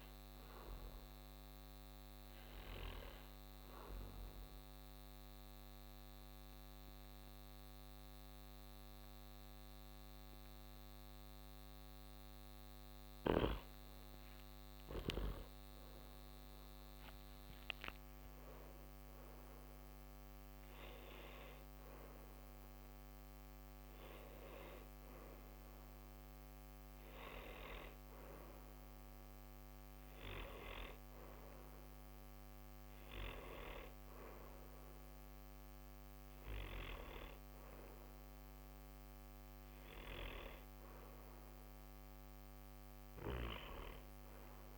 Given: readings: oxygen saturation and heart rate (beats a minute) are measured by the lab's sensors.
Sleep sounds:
breathing in sleep by a microphone on the trachea; 1
4.00-14.50 s: central apnea (oxygen 95% before, 94% lowest, heart rate 66 before, 53 extreme, up 16 after)
16.50-21.00 s: arousal
From the record:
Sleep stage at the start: N1 (lightest sleep); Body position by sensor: on the back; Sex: male

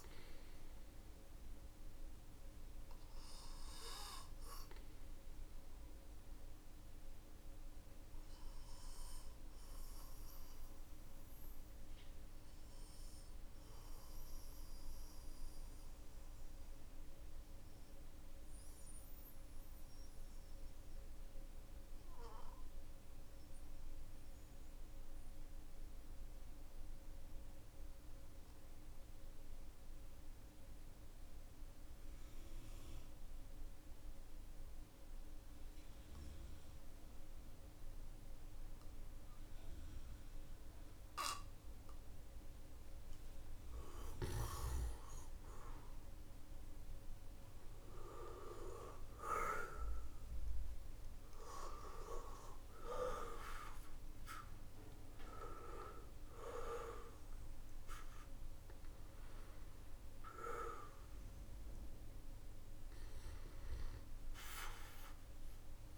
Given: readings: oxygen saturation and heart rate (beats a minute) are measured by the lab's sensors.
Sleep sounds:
breathing in sleep by a room microphone; 1
0.00-26.50 s: oxygen desaturation (device-marked, oxygen 92% lowest, heart rate 46 extreme)
5.00-43.00 s: mixed apnea (oxygen 98% before, 92% lowest, heart rate 51 before, 46 extreme, up 13 after)
45.00-49.00 s: arousal
51.50-65.98 s: oxygen desaturation (device-marked, oxygen 97% before, 92% lowest, heart rate 56 before, 46 extreme)
From the record:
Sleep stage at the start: N2 (light sleep); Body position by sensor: on the back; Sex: male

